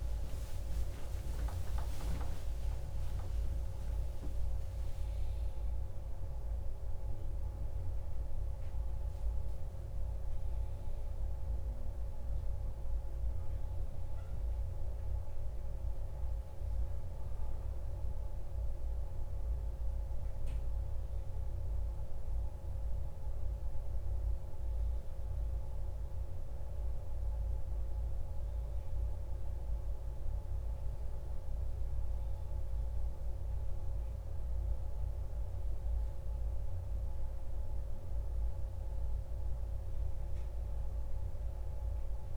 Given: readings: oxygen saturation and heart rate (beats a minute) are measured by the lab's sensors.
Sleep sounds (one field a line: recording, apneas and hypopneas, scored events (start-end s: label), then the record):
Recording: a person partly awake in a sleep study, hard to hear, by a room microphone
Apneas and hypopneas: none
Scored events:
6.00-42.37 s: new sleep stage, N1 (lightest sleep)
From the record:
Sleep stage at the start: awake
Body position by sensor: on the back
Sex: male